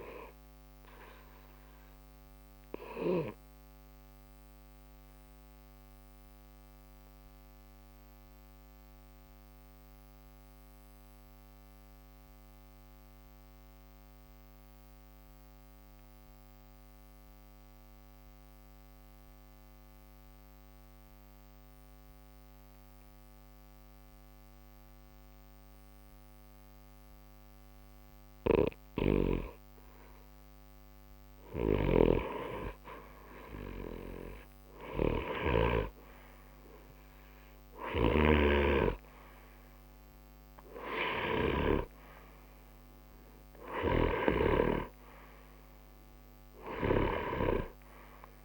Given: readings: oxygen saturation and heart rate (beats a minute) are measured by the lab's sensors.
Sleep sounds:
breathing in sleep by a microphone on the trachea; 1
2.00-29.00 s: obstructive apnea (oxygen 96% before, 89% lowest, heart rate 60 before, 60 extreme, up 0 after)
25.00-39.00 s: oxygen desaturation (device-marked, oxygen 96% before, 92% lowest, heart rate 60 before, 60 extreme)
From the record:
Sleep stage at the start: N2 (light sleep); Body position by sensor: on the right side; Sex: male

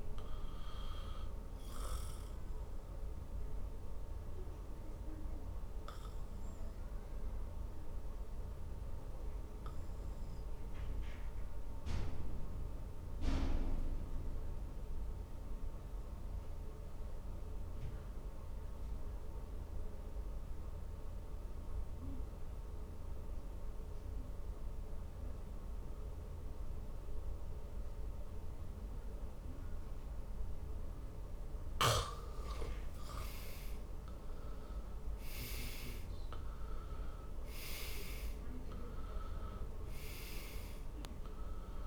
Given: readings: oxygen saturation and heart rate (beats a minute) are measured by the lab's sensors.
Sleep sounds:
breathing in sleep by a room microphone; 1
4.50-31.50 s: obstructive apnea (oxygen 96% before, 87% lowest, heart rate 55 before, 49 extreme, up 15 after)
14.50-27.50 s: oxygen desaturation (device-marked, oxygen 95% before, 91% lowest, heart rate 53 before, 50 extreme)
32.50-37.00 s: arousal
From the record:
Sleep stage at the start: N2 (light sleep); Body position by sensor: on the back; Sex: male

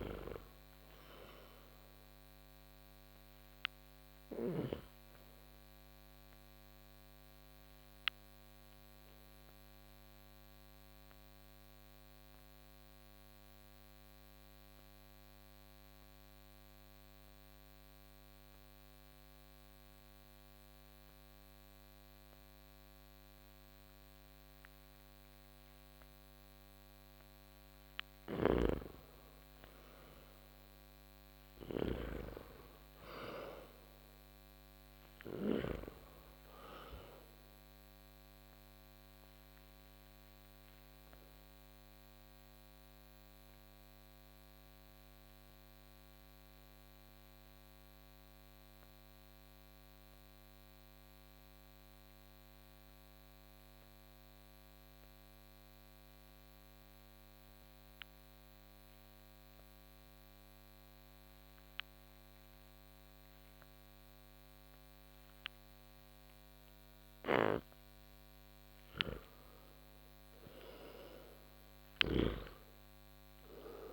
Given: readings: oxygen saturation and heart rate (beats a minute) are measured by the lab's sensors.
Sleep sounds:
breathing in sleep by a microphone on the trachea; 2
0.00-4.50 s: snoring (device-marked)
0.00-22.00 s: oxygen desaturation (device-marked, oxygen 85% lowest)
5.50-27.00 s: obstructive apnea (oxygen 97% before, 85% lowest)
28.00-31.50 s: snoring (device-marked)
29.50-32.50 s: arousal
32.00-59.00 s: oxygen desaturation (device-marked, oxygen 98% before, 87% lowest)
39.00-66.50 s: obstructive apnea (oxygen 98% before, 81% lowest)
68.50-72.50 s: arousal
71.50-73.93 s: snoring (device-marked)
72.00-73.93 s: oxygen desaturation (device-marked, oxygen 97% before, 81% lowest)
From the record:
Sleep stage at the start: N2 (light sleep); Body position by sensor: on the back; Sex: male

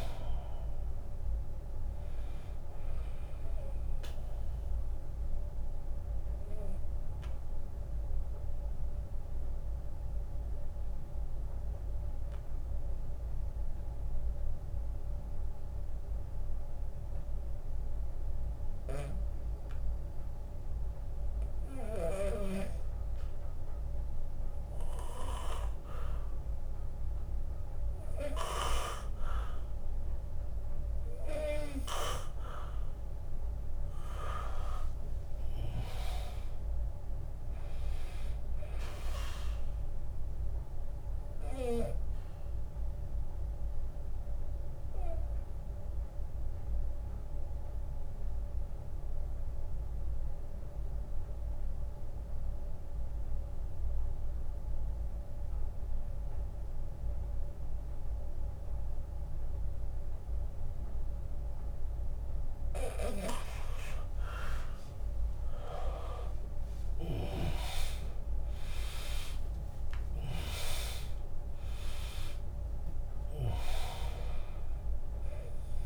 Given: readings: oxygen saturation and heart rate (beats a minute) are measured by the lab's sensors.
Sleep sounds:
breathing in sleep by a room microphone; 2
0.00-4.00 s: drop in pulse transit time (device-marked, heart rate 84 extreme)
0.00-17.00 s: oxygen desaturation (device-marked, oxygen 77% lowest, heart rate 74 extreme)
5.00-22.50 s: mixed apnea (oxygen 100% before, 77% lowest, heart rate 89 before, 74 extreme, up 8 after)
20.00-22.00 s: long interval between heartbeats (device-marked, heart rate 80 before, 77 extreme)
30.00-34.50 s: arousal
31.50-33.50 s: long interval between heartbeats (device-marked, heart rate 77 before, 76 extreme)
32.00-47.00 s: drop in pulse transit time (device-marked, heart rate 77 before, 75 extreme)
36.00-56.00 s: oxygen desaturation (device-marked, oxygen 100% before, 89% lowest, heart rate 78 before, 67 extreme)
40.50-61.50 s: obstructive apnea (oxygen 100% before, 82% lowest, heart rate 78 before, 67 extreme, up 12 after)
49.00-51.00 s: long interval between heartbeats (device-marked, heart rate 81 before, 76 extreme)
60.50-62.50 s: long interval between heartbeats (device-marked, heart rate 79 before, 74 extreme)
63.50-68.50 s: arousal
67.00-75.86 s: drop in pulse transit time (device-marked, heart rate 74 before, 70 extreme)
70.00-75.86 s: oxygen desaturation (device-marked, oxygen 98% before, 82% lowest, heart rate 74 before, 70 extreme)
74.00-75.86 s: long interval between heartbeats (device-marked, heart rate 75 before, 81 extreme)
From the record:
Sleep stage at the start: N2 (light sleep); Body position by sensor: on the back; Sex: male

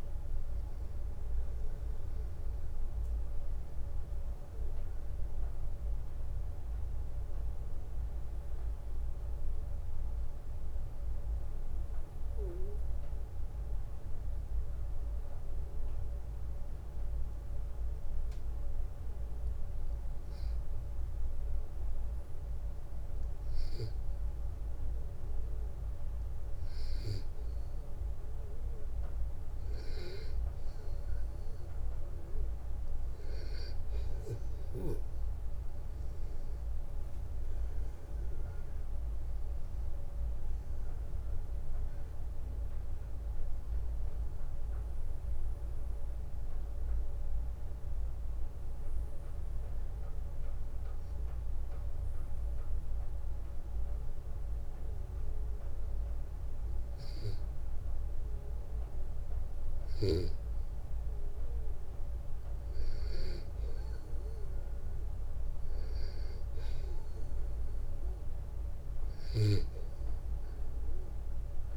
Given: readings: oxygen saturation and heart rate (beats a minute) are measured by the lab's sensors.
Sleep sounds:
breathing in sleep, hard to hear, by a room microphone; 2
0.00-1.00 s: arousal
7.50-18.50 s: obstructive apnea (oxygen 96% before, 93% lowest, heart rate 91 before, 84 extreme)
25.50-29.50 s: arousal
42.00-56.50 s: obstructive apnea (oxygen 97% before, 93% lowest, heart rate 145 before, 114 extreme, up 42 after)
59.00-62.50 s: arousal
From the record:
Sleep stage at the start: N2 (light sleep); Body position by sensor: on the back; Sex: male

